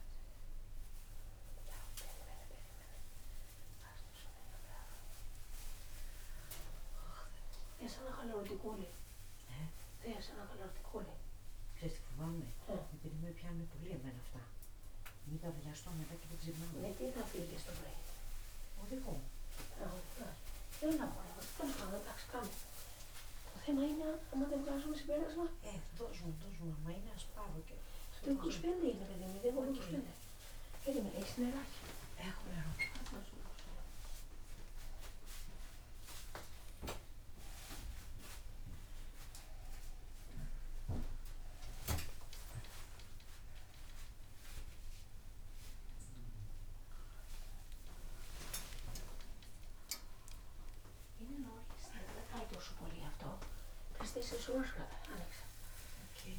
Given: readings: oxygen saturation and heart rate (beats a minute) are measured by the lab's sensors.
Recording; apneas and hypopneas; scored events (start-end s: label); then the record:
a person awake in a sleep study, by a room microphone; none
0.00-13.50 s: oxygen desaturation (device-marked, oxygen 94% lowest, heart rate 108 extreme)
From the record:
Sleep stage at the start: awake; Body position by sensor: upright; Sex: female